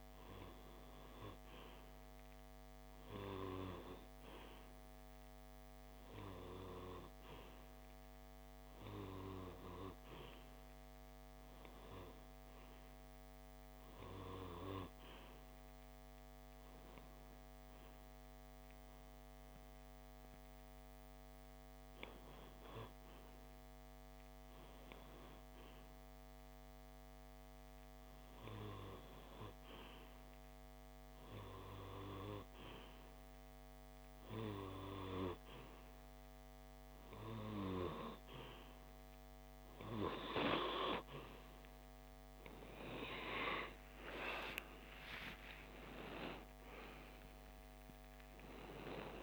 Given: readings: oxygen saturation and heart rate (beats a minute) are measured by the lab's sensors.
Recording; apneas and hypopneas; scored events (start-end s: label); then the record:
breathing in sleep by a microphone on the trachea; 1
11.00-37.00 s: hypopnea (oxygen 94% before, 92% lowest)
40.00-43.50 s: arousal
From the record:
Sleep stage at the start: REM sleep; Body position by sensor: on the left side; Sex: male